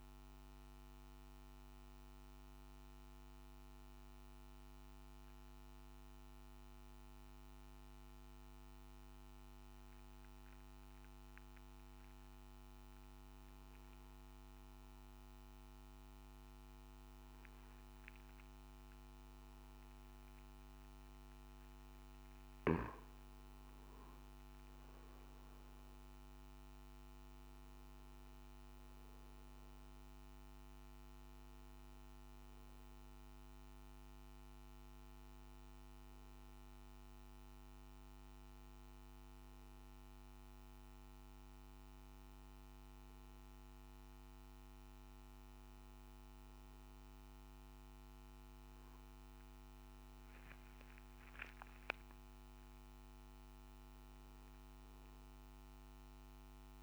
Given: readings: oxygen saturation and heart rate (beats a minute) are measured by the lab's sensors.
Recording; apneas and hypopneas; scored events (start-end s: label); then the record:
breathing in sleep, hard to hear, by a microphone on the trachea; 1
7.50-23.00 s: mixed apnea (oxygen 96% before, 92% lowest, heart rate 61 before, 55 extreme, up 9 after)
25.50-49.50 s: oxygen desaturation (device-marked, oxygen 96% before, 92% lowest, heart rate 56 before, 62 extreme)
41.50-56.83 s: new sleep stage, N2 (light sleep)
From the record:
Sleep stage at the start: N1 (lightest sleep); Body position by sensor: on the back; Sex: male